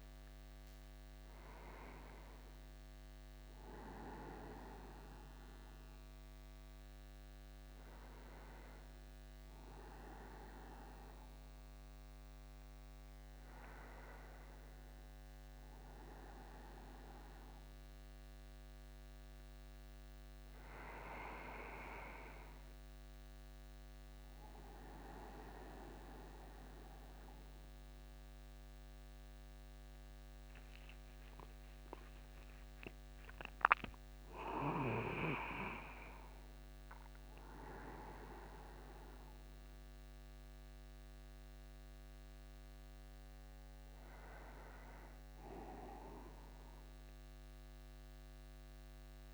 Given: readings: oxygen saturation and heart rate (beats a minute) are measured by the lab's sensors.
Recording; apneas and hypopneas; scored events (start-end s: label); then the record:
breathing in sleep by a microphone on the trachea; 1
0.00-1.00 s: long interval between heartbeats (device-marked, heart rate 79 extreme)
0.00-2.50 s: arousal
23.50-33.50 s: central apnea (oxygen 97% before, 95% lowest, heart rate 54 before, 50 extreme, up 2 after)
33.50-37.50 s: arousal
From the record:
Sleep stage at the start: N1 (lightest sleep); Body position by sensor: upright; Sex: male